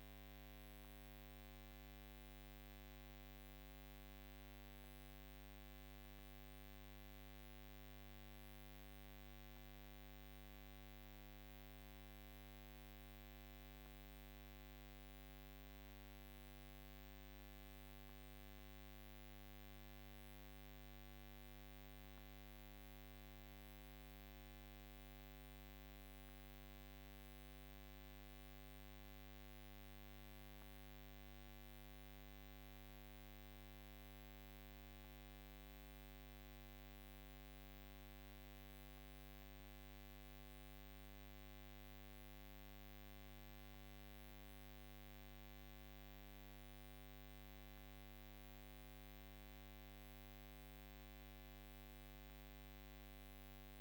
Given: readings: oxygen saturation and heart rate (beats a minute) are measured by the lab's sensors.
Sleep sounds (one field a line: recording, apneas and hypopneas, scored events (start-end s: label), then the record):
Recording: breathing in sleep, hard to hear, by a microphone on the trachea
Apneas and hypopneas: none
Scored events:
none scored
From the record:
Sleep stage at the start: N2 (light sleep)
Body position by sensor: on the right side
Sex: female